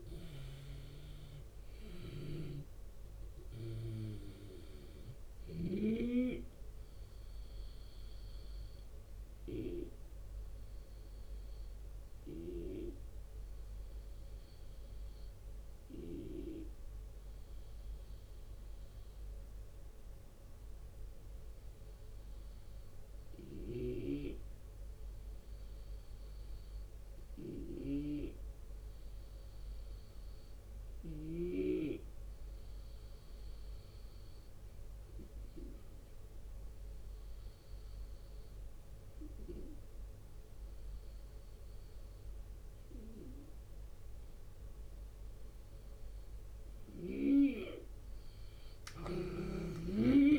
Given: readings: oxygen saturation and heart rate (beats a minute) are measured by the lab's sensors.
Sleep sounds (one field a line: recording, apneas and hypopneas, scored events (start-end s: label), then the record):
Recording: breathing in sleep by a room microphone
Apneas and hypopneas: 1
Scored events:
0.00-5.50 s: snoring (device-marked)
0.00-10.00 s: drop in pulse transit time (device-marked, heart rate 76 extreme)
4.00-24.00 s: oxygen desaturation (device-marked, oxygen 91% before, 85% lowest, heart rate 77 before, 72 extreme)
6.00-46.00 s: obstructive apnea (oxygen 93% before, 82% lowest, heart rate 78 before, 71 extreme, up 9 after)
23.00-31.00 s: snoring (device-marked)
40.00-50.39 s: oxygen desaturation (device-marked, oxygen 92% before, 82% lowest, heart rate 75 before, 71 extreme)
47.50-50.39 s: arousal
49.00-50.39 s: drop in pulse transit time (device-marked, heart rate 76 before, 76 extreme)
From the record:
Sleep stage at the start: REM sleep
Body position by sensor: on the left side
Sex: male